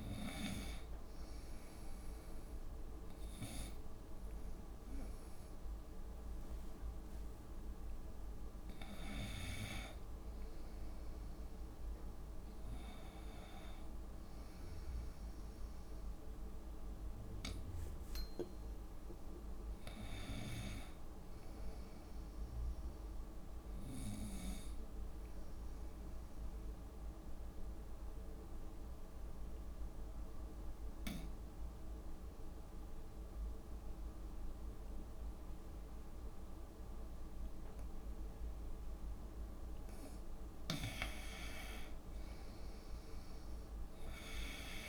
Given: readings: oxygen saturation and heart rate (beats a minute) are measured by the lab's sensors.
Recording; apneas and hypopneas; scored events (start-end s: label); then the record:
breathing in sleep by a room microphone; 1
24.50-40.00 s: obstructive apnea (oxygen 97% before, 86% lowest, heart rate 68 before, 59 extreme, up 7 after)
41.50-44.89 s: oxygen desaturation (device-marked, oxygen 95% before, 86% lowest, heart rate 68 before, 59 extreme)
43.00-44.89 s: arousal
From the record:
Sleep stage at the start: N2 (light sleep); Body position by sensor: on the right side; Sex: female